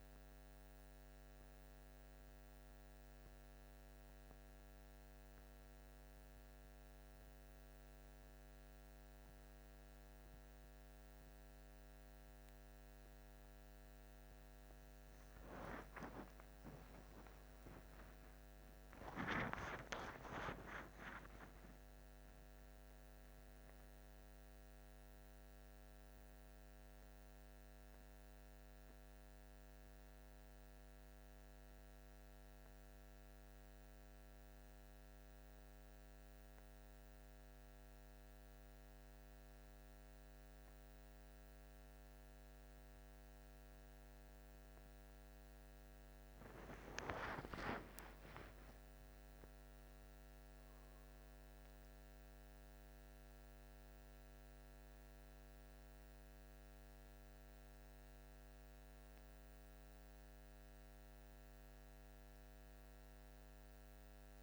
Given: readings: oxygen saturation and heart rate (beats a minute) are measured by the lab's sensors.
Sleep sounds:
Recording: a person awake in a sleep study, by a microphone on the trachea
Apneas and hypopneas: none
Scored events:
47.00-64.42 s: new sleep stage, N1 (lightest sleep)
From the record:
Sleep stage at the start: awake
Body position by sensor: on the back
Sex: male

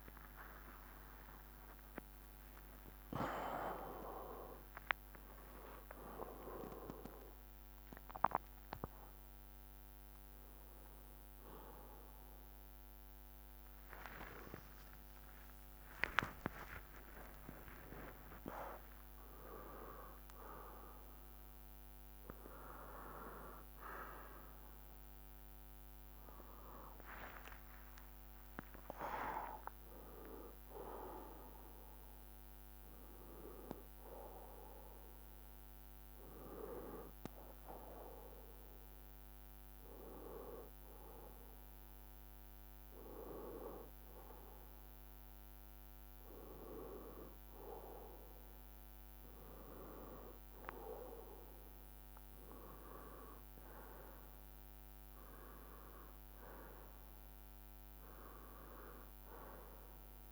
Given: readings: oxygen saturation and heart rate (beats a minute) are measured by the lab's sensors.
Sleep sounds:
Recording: a person awake in a sleep study, by a microphone on the trachea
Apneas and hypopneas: none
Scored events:
0.00-1.50 s: long interval between heartbeats (device-marked, heart rate 106 extreme)
0.00-6.50 s: drop in pulse transit time (device-marked, heart rate 67 extreme)
4.00-6.00 s: long interval between heartbeats (device-marked, heart rate 80 before, 93 extreme)
13.50-18.50 s: tachycardia (device-marked, heart rate 64 before, 115 extreme)
14.50-16.50 s: long interval between heartbeats (device-marked, heart rate 90 before, 80 extreme)
16.50-18.50 s: long interval between heartbeats (device-marked, heart rate 89 before, 105 extreme)
28.50-30.50 s: long interval between heartbeats (device-marked, heart rate 84 before, 90 extreme)
38.50-44.50 s: bradycardia (device-marked, heart rate 66 before, 58 extreme)
40.50-60.32 s: new sleep stage, N1 (lightest sleep)
48.50-60.32 s: bradycardia (device-marked, heart rate 65 before, 57 extreme)
51.50-60.32 s: oxygen desaturation (device-marked, oxygen 96% before, 93% lowest, heart rate 65 before, 58 extreme)
From the record:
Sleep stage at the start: awake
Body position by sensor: on the left side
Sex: male

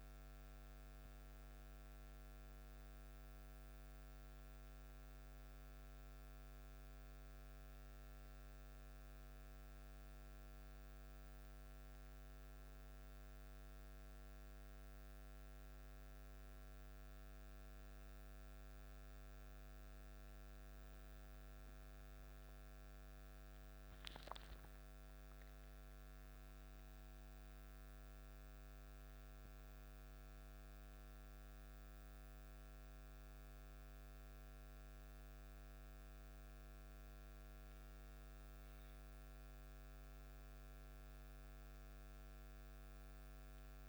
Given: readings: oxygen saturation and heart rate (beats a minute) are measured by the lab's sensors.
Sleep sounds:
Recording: breathing in sleep, hard to hear, by a microphone on the trachea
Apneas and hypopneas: none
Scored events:
24.50-29.00 s: arousal
From the record:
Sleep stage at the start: N1 (lightest sleep)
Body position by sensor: on the back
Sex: male

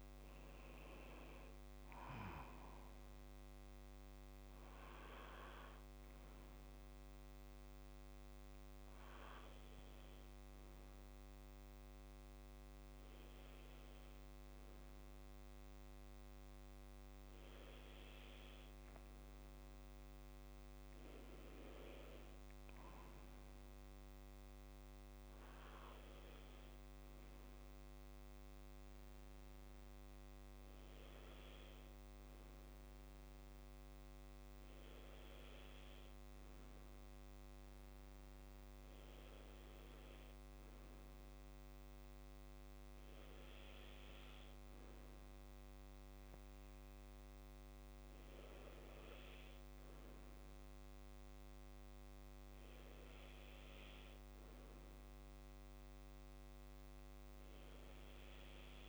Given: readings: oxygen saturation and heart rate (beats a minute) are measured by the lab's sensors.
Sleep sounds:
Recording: breathing in sleep, hard to hear, by a microphone on the trachea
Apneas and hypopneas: none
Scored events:
none scored
From the record:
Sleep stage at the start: N2 (light sleep)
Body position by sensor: on the back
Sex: male

